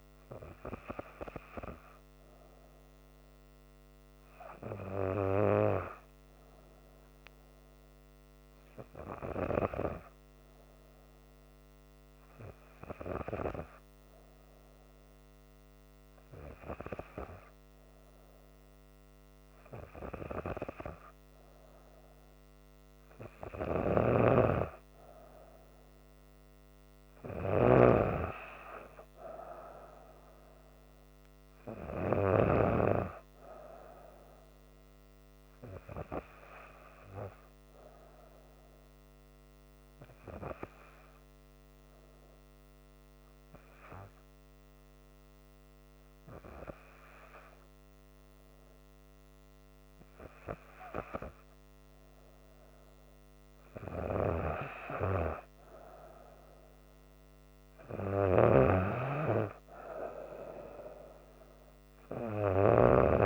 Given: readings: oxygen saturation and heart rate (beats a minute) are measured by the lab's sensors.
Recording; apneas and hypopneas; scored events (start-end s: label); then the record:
breathing in sleep by a microphone on the trachea; 2
1.00-21.00 s: hypopnea (oxygen 97% before, 94% lowest, heart rate 69 before, 66 extreme, up 2 after)
23.50-26.50 s: arousal
24.00-28.00 s: snoring (device-marked)
37.50-52.00 s: hypopnea (oxygen 96% before, 93% lowest, heart rate 68 before, 65 extreme, up 5 after)
53.00-57.00 s: arousal
58.00-63.00 s: snoring (device-marked)
From the record:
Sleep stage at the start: N2 (light sleep); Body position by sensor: on the back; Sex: female